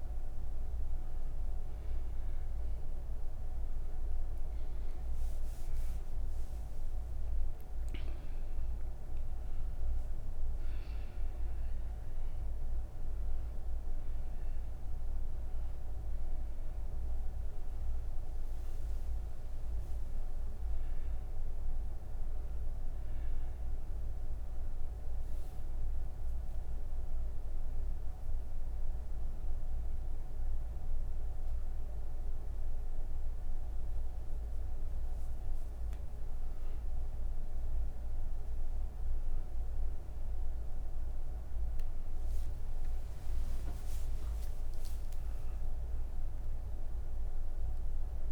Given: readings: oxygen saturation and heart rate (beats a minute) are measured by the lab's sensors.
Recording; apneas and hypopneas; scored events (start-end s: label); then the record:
breathing in sleep, hard to hear, by a room microphone; none
34.00-47.00 s: oxygen desaturation (device-marked, oxygen 96% before, 91% lowest)
From the record:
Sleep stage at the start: N1 (lightest sleep); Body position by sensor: on the right side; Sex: female